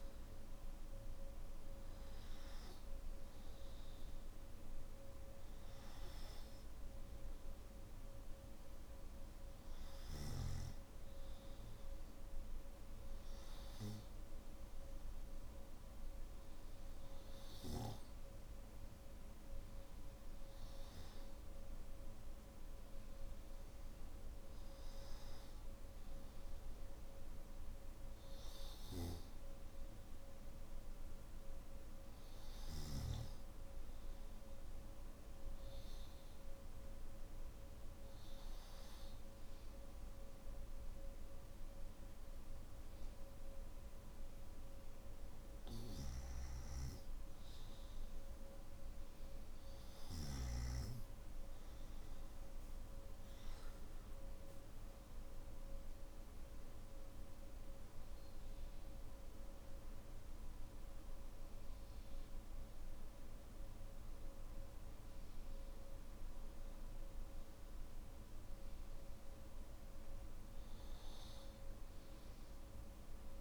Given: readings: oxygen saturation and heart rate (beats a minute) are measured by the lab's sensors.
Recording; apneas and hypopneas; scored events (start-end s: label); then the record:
breathing in sleep, hard to hear, by a room microphone; 1
0.00-16.00 s: oxygen desaturation (device-marked, oxygen 95% lowest, heart rate 53 extreme)
31.00-44.50 s: obstructive apnea (oxygen 96% before, 93% lowest, heart rate 56 before, 49 extreme, up 8 after)
48.00-73.41 s: new sleep stage, N1 (lightest sleep)
From the record:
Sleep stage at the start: N2 (light sleep); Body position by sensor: on the back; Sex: male